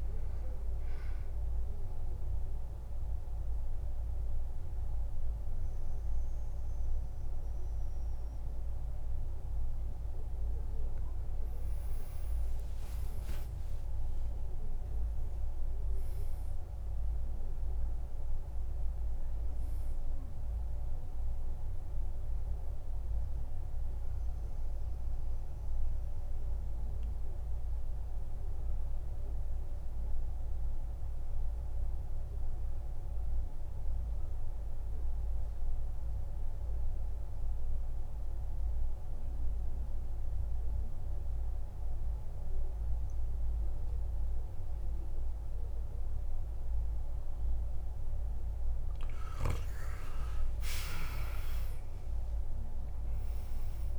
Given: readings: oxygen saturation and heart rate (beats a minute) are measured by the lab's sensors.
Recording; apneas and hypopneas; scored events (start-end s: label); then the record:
breathing in sleep, hard to hear, by a room microphone; 2
1.00-11.00 s: obstructive apnea (oxygen 98% before, 88% lowest, heart rate 55 before, 49 extreme, up 12 after)
12.50-16.50 s: arousal
25.00-48.00 s: obstructive apnea (oxygen 97% before, 87% lowest, heart rate 57 before, 50 extreme, up 18 after)
49.50-53.99 s: oxygen desaturation (device-marked, oxygen 97% before, 88% lowest, heart rate 53 before, 50 extreme)
50.00-53.99 s: arousal
From the record:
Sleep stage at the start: N2 (light sleep); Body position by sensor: on the back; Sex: male